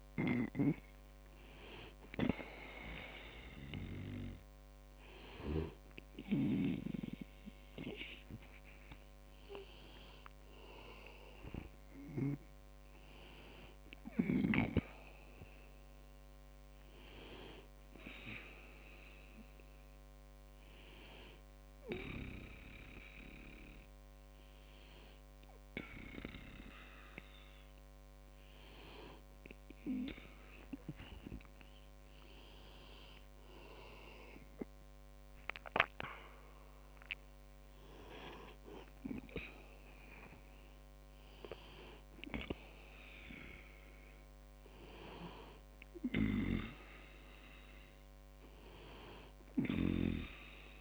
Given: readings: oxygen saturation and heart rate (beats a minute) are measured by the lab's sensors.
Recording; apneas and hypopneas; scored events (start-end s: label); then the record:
breathing in sleep by a microphone on the trachea; 1
9.00-12.50 s: arousal
21.50-31.50 s: hypopnea (oxygen 97% before, 95% lowest, heart rate 55 before, 37 extreme, up 31 after)
33.00-37.00 s: arousal
From the record:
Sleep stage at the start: N2 (light sleep); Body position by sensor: on the back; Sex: male